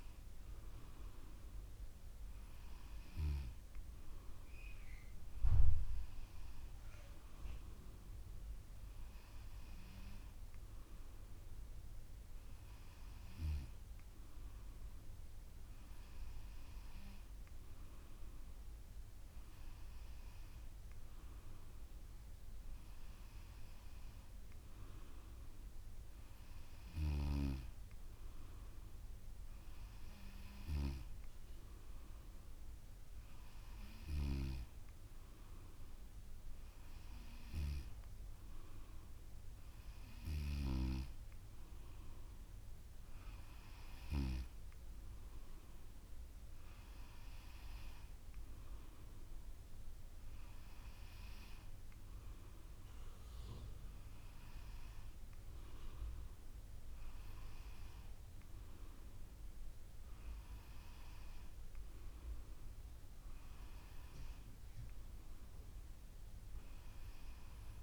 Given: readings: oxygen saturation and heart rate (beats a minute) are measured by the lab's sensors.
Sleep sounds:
breathing in sleep by a room microphone; none
none scored
From the record:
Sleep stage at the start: N2 (light sleep); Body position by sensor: on the back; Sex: female

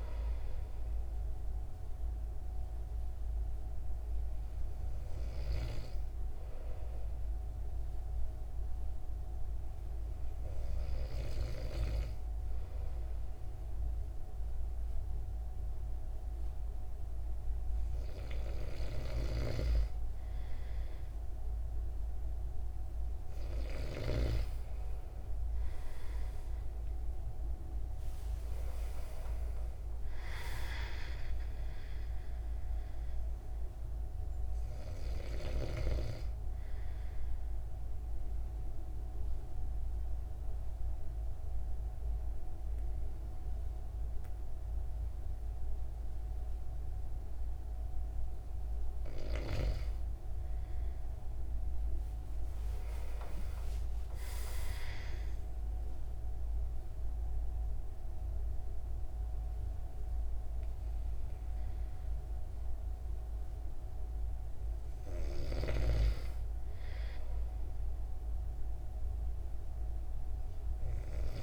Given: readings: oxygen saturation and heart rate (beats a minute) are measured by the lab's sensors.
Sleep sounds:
breathing in sleep by a room microphone; 3
3.50-18.50 s: hypopnea (oxygen 96% before, 93% lowest)
25.50-29.50 s: arousal
38.00-48.50 s: obstructive apnea (oxygen 97% before, 93% lowest, heart rate 55 before, 148 extreme, up 58 after)
50.50-54.00 s: arousal
56.00-66.00 s: obstructive apnea (oxygen 97% before, 93% lowest, heart rate 163 before, 178 extreme, up 21 after)
57.00-71.42 s: oxygen desaturation (device-marked, oxygen 97% before, 93% lowest, heart rate 166 before, 127 extreme)
67.50-71.42 s: arousal
From the record:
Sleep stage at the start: N2 (light sleep); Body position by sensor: on the back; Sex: male

